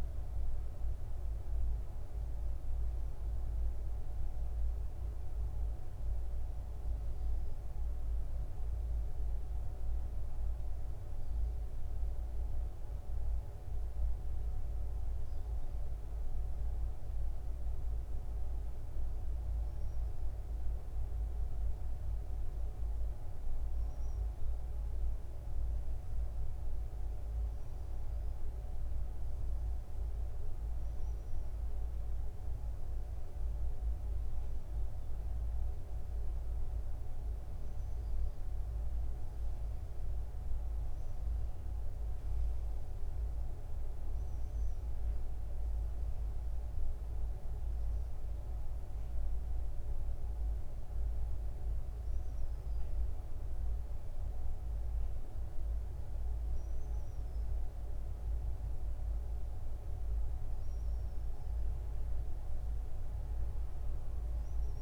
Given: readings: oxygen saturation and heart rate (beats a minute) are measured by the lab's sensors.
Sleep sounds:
breathing in sleep, hard to hear, by a room microphone; none
55.50-60.50 s: arousal
From the record:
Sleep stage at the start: N2 (light sleep); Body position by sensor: on the front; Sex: male

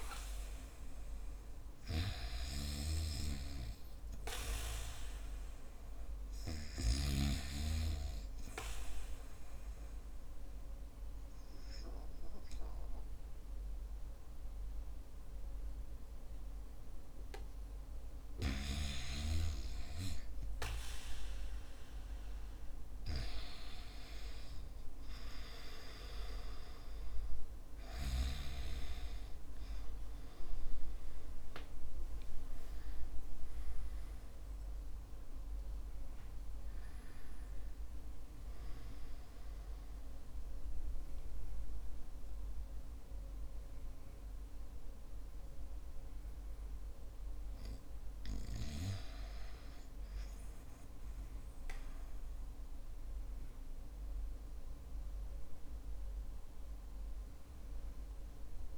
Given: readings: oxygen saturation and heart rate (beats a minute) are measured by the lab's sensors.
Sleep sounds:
breathing in sleep by a room microphone; none
0.00-40.00 s: oxygen desaturation (device-marked, oxygen 74% lowest, heart rate 49 extreme)
0.50-4.50 s: arousal
29.50-34.00 s: arousal
From the record:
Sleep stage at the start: REM sleep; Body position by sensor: on the back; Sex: male

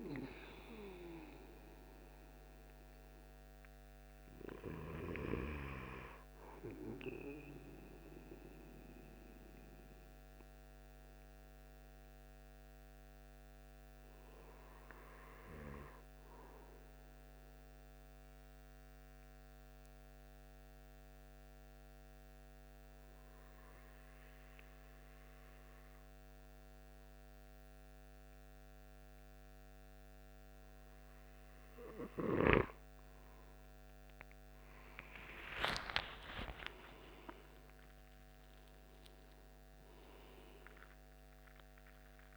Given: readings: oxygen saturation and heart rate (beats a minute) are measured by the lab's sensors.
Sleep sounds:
breathing in sleep by a microphone on the trachea; 1
0.00-17.00 s: oxygen desaturation (device-marked, oxygen 91% lowest, heart rate 72 extreme)
9.00-30.00 s: hypopnea (oxygen 97% before, 92% lowest, heart rate 78 before, 69 extreme, up 17 after)
34.00-38.50 s: arousal
34.00-42.36 s: oxygen desaturation (device-marked, oxygen 97% before, 92% lowest, heart rate 77 before, 69 extreme)
From the record:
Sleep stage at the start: N2 (light sleep); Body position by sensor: on the right side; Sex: male

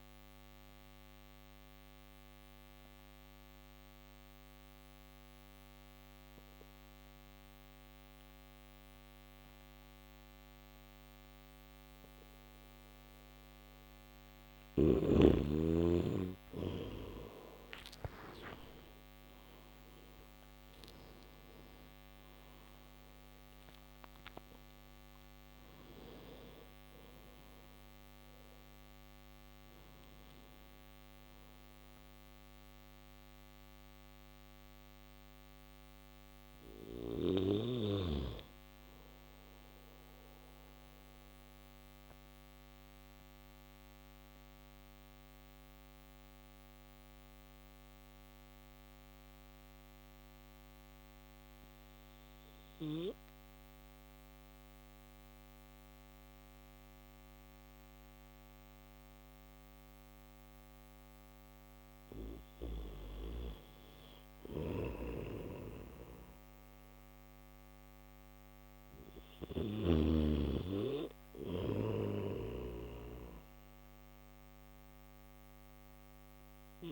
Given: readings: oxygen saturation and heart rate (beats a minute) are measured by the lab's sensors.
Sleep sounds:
breathing in sleep by a microphone on the trachea; none
22.50-28.50 s: oxygen desaturation (device-marked, oxygen 96% before, 94% lowest)
63.50-69.00 s: snoring (device-marked)
66.50-76.92 s: oxygen desaturation (device-marked, oxygen 98% before, 95% lowest)
From the record:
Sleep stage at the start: N3 (deep sleep); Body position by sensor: on the back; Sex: male

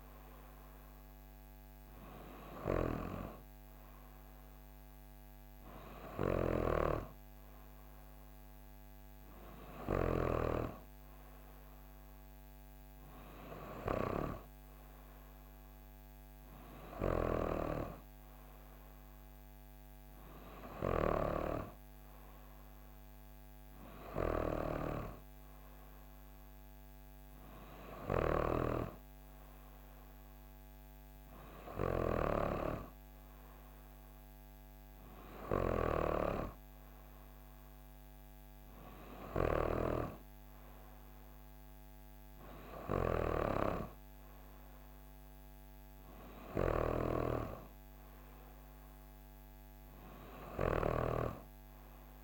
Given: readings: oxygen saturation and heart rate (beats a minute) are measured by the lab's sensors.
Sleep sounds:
breathing in sleep by a microphone on the trachea; none
none scored
From the record:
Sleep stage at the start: N3 (deep sleep); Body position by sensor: on the back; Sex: female

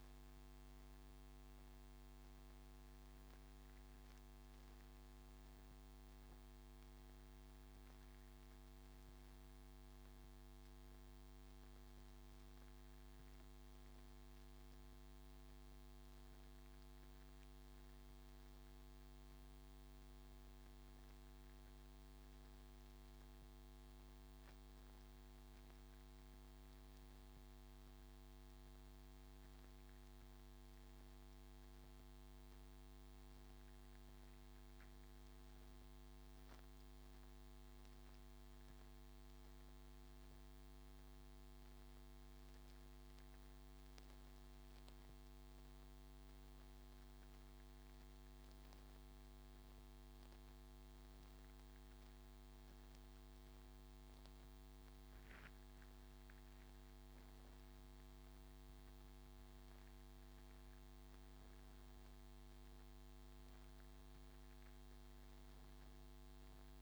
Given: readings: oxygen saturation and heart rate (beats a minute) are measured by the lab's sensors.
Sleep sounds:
breathing in sleep, hard to hear, by a microphone on the trachea; none
none scored
From the record:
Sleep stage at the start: N2 (light sleep); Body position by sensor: on the front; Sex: male

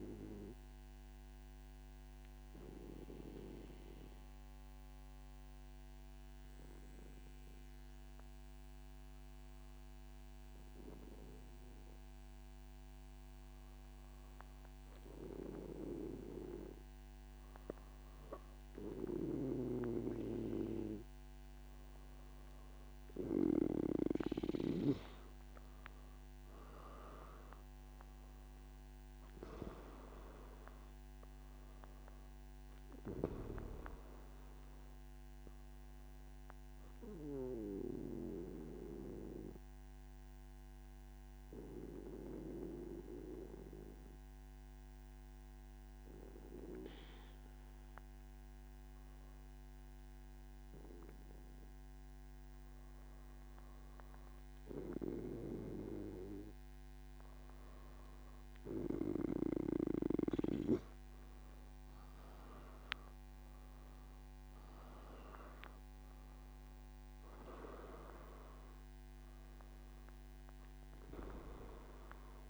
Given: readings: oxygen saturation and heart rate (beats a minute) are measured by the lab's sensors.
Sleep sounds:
breathing in sleep by a microphone on the trachea; 2
1.50-16.50 s: obstructive apnea (oxygen 96% before, 94% lowest, heart rate 124 before, 92 extreme)
39.00-54.00 s: obstructive apnea (oxygen 96% before, 93% lowest, heart rate 109 before, 98 extreme, up 16 after)
From the record:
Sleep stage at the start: N1 (lightest sleep); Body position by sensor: on the back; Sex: male

